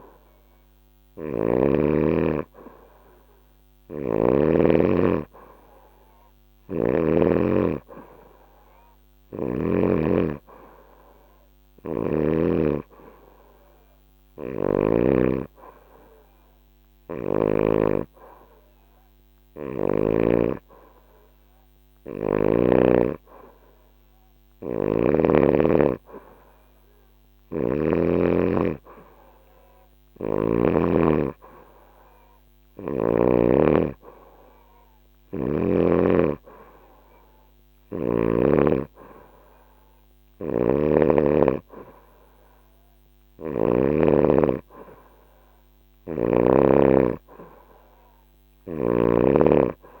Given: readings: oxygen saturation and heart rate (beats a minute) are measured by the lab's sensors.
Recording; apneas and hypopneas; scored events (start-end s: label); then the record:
breathing in sleep by a microphone on the trachea; none
0.00-20.00 s: oxygen desaturation (device-marked, oxygen 91% lowest, heart rate 36 extreme)
0.50-4.00 s: snoring (device-marked)
6.00-9.50 s: snoring (device-marked)
10.00-15.00 s: bradycardia (device-marked, heart rate 126 before, 36 extreme)
14.00-17.50 s: snoring (device-marked)
27.00-30.50 s: snoring (device-marked)
40.00-43.50 s: snoring (device-marked)
48.00-50.00 s: snoring (device-marked)
From the record:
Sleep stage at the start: N2 (light sleep); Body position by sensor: on the back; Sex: female